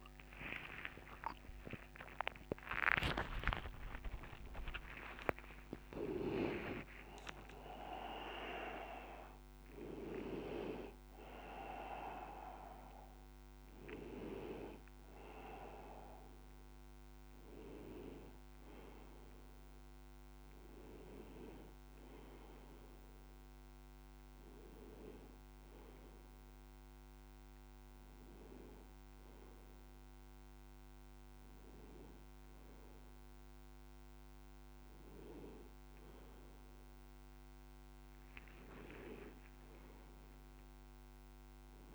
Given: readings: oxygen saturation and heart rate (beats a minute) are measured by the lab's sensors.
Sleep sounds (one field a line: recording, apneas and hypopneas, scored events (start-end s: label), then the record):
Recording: breathing in sleep by a microphone on the trachea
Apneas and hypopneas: none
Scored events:
0.00-6.00 s: oxygen desaturation (device-marked, oxygen 92% lowest, heart rate 42 extreme)
0.00-6.50 s: arousal
12.00-38.00 s: oxygen desaturation (device-marked, oxygen 93% before, 87% lowest, heart rate 85 before, 59 extreme)
14.00-41.95 s: new sleep stage, N1 (lightest sleep)
38.00-41.95 s: arousal
From the record:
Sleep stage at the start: N2 (light sleep)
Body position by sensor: on the left side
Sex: male